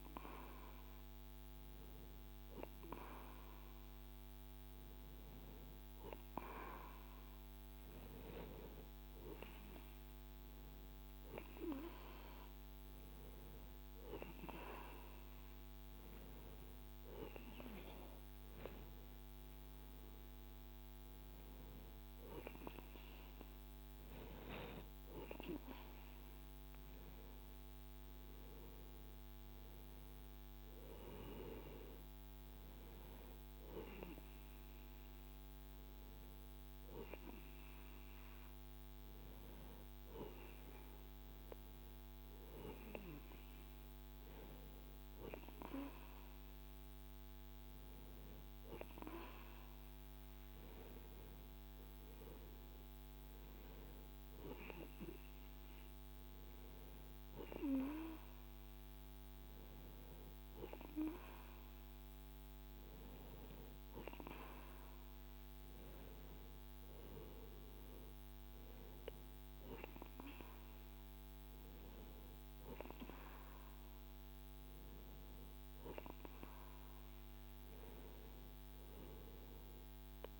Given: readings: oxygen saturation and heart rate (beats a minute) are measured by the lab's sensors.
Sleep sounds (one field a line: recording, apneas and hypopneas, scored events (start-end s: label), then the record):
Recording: breathing in sleep by a microphone on the trachea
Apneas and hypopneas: none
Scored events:
none scored
From the record:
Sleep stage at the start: N2 (light sleep)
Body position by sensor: on the right side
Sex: male